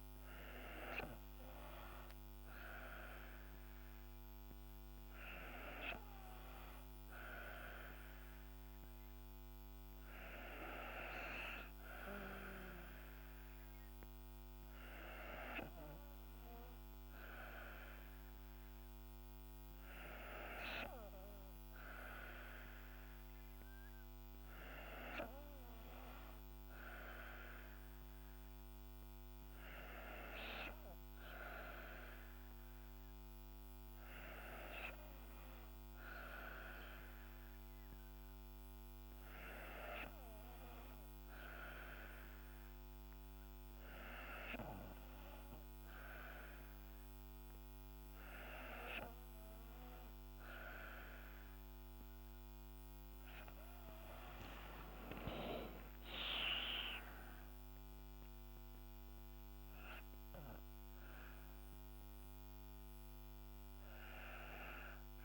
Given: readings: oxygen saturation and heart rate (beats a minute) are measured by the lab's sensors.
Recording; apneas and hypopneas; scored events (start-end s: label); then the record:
breathing in sleep by a microphone on the trachea; none
none scored
From the record:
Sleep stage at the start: N2 (light sleep); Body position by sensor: on the back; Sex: female